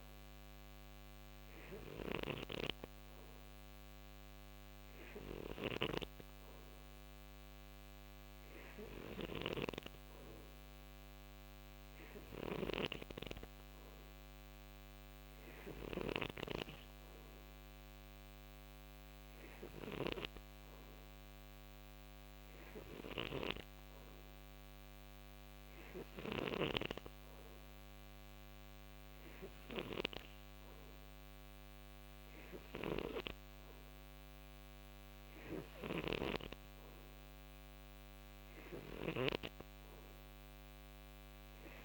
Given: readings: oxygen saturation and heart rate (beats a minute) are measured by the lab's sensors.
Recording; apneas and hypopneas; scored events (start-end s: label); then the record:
breathing in sleep by a microphone on the trachea; none
0.00-19.50 s: snoring (device-marked)
25.50-41.85 s: snoring (device-marked)
From the record:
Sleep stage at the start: N3 (deep sleep); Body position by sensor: on the right side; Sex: male